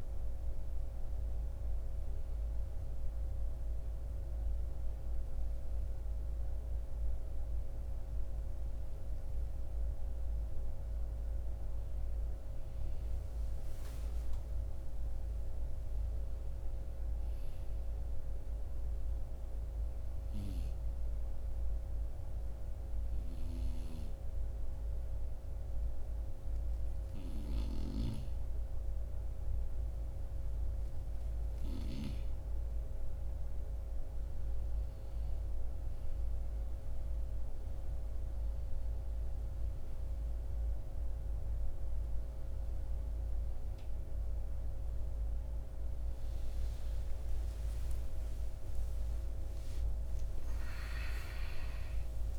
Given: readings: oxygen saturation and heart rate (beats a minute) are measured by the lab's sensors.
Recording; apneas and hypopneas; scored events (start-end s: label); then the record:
breathing in sleep, hard to hear, by a room microphone; 2
0.00-17.00 s: oxygen desaturation (device-marked, oxygen 90% lowest, heart rate 54 extreme)
2.00-12.00 s: obstructive apnea (oxygen 96% before, 90% lowest, heart rate 60 before, 54 extreme, up 7 after)
12.50-16.00 s: arousal
18.00-33.00 s: obstructive apnea (oxygen 95% before, 91% lowest, heart rate 56 before, 57 extreme, up 4 after)
30.00-37.00 s: oxygen desaturation (device-marked, oxygen 96% before, 92% lowest, heart rate 58 before, 59 extreme)
35.00-39.50 s: arousal
44.00-52.39 s: oxygen desaturation (device-marked, oxygen 94% before, 91% lowest)
49.50-52.39 s: arousal
From the record:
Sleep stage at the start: N2 (light sleep); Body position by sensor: on the right side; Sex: male